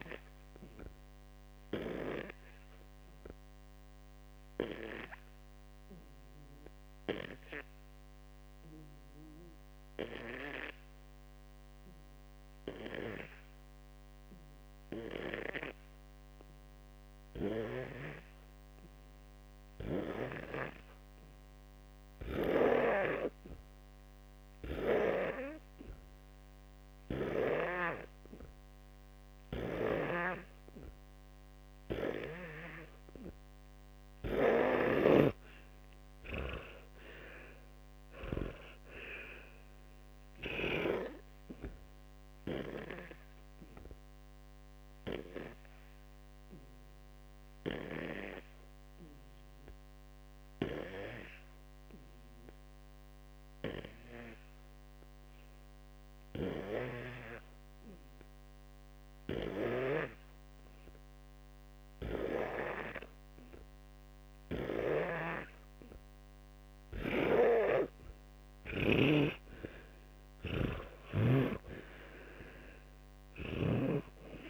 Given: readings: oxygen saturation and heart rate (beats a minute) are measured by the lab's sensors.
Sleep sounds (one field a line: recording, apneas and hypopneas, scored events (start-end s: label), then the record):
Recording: breathing in sleep by a microphone on the trachea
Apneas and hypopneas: 3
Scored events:
6.50-17.50 s: hypopnea (oxygen 96% before, 89% lowest, heart rate 65 before, 56 extreme, up 0 after)
18.50-20.50 s: arousal
19.50-27.50 s: oxygen desaturation (device-marked, oxygen 97% before, 92% lowest, heart rate 60 before, 56 extreme)
22.50-35.00 s: hypopnea (oxygen 97% before, 89% lowest, heart rate 59 before, 56 extreme, up 26 after)
32.50-44.50 s: oxygen desaturation (device-marked, oxygen 97% before, 94% lowest, heart rate 58 before, 57 extreme)
39.00-44.00 s: arousal
46.50-74.50 s: oxygen desaturation (device-marked, oxygen 97% before, 89% lowest, heart rate 65 before, 56 extreme)
52.00-66.50 s: hypopnea (oxygen 97% before, 89% lowest, heart rate 66 before, 58 extreme, up 34 after)
66.50-73.50 s: snoring (device-marked)
67.00-72.00 s: arousal
From the record:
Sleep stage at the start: N2 (light sleep)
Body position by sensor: on the back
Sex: male